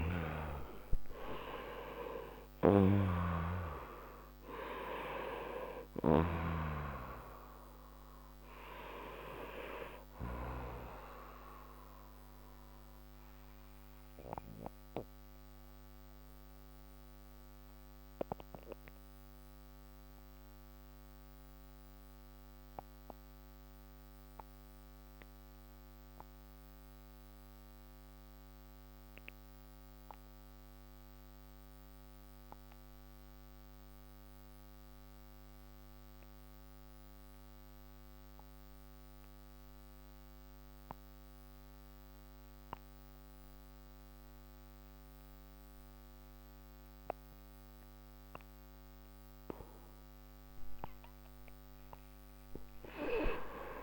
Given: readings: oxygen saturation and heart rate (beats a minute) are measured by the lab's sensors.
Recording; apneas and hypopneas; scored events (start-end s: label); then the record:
breathing in sleep by a microphone on the trachea; 1
0.00-3.50 s: arousal
0.00-6.00 s: snoring (device-marked)
3.00-27.00 s: oxygen desaturation (device-marked, oxygen 95% before, 87% lowest, heart rate 71 before, 57 extreme)
15.00-49.00 s: mixed apnea (oxygen 97% before, 87% lowest, heart rate 72 before, 44 extreme, up 12 after)
From the record:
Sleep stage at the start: N2 (light sleep); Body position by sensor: on the right side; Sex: male